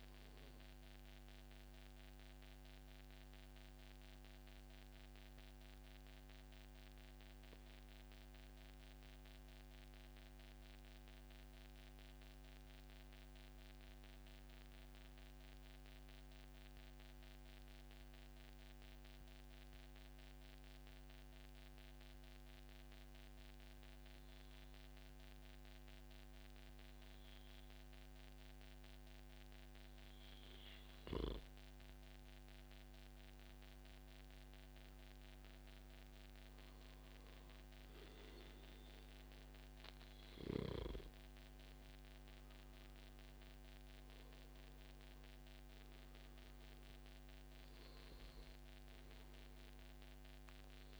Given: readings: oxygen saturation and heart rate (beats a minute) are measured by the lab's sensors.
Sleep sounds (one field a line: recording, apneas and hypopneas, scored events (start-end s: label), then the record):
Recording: breathing in sleep, hard to hear, by a microphone on the trachea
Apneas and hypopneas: 1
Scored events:
0.00-2.00 s: long interval between heartbeats (device-marked, heart rate 133 before, 118 extreme)
1.00-30.00 s: obstructive apnea (oxygen 96% before, 92% lowest, heart rate 134 before, 105 extreme, up 0 after)
31.50-35.50 s: arousal
36.00-38.00 s: long interval between heartbeats (device-marked, heart rate 144 before, 113 extreme)
39.00-51.00 s: oxygen desaturation (device-marked, oxygen 97% before, 93% lowest, heart rate 140 before, 143 extreme)
From the record:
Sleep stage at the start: N2 (light sleep)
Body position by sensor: on the back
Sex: male